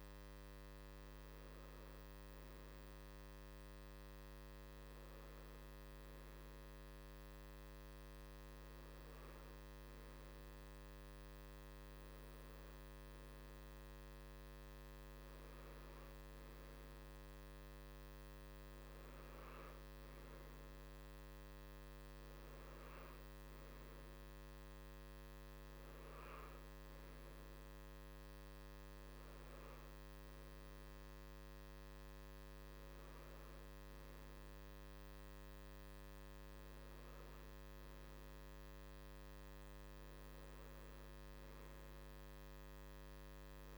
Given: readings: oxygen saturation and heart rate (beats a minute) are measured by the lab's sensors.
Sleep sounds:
breathing in sleep, hard to hear, by a microphone on the trachea; none
none scored
From the record:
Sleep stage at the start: N3 (deep sleep); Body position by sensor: on the right side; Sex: male

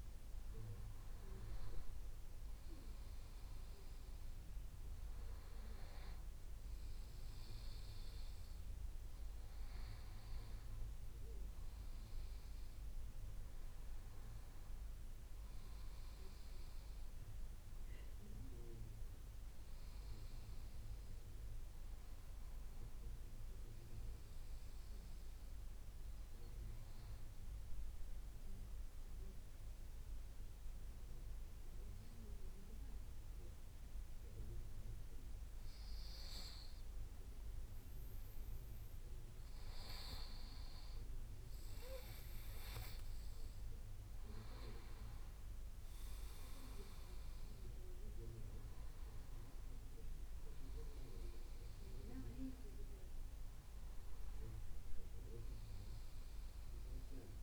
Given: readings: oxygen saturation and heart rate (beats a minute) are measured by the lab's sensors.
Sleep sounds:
breathing in sleep by a room microphone; 1
19.50-24.00 s: arousal
27.00-39.50 s: obstructive apnea (oxygen 96% before, 93% lowest)
41.50-45.00 s: arousal
47.00-57.43 s: oxygen desaturation (device-marked, oxygen 96% before, 93% lowest)
From the record:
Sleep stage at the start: N2 (light sleep); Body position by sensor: on the back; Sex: male

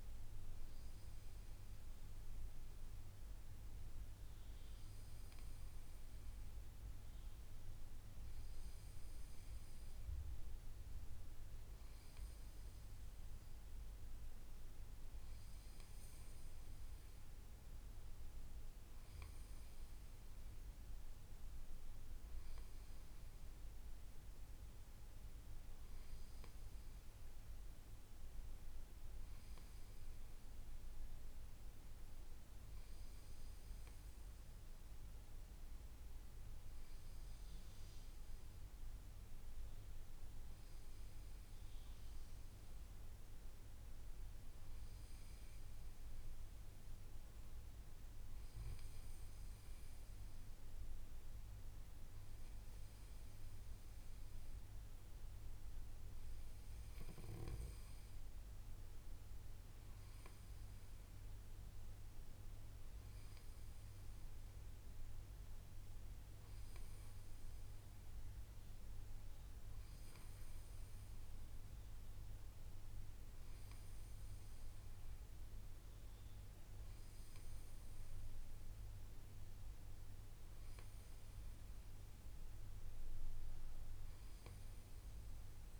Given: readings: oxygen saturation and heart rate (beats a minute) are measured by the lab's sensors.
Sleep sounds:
breathing in sleep, hard to hear, by a room microphone; none
none scored
From the record:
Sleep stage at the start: N2 (light sleep); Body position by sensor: on the back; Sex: male

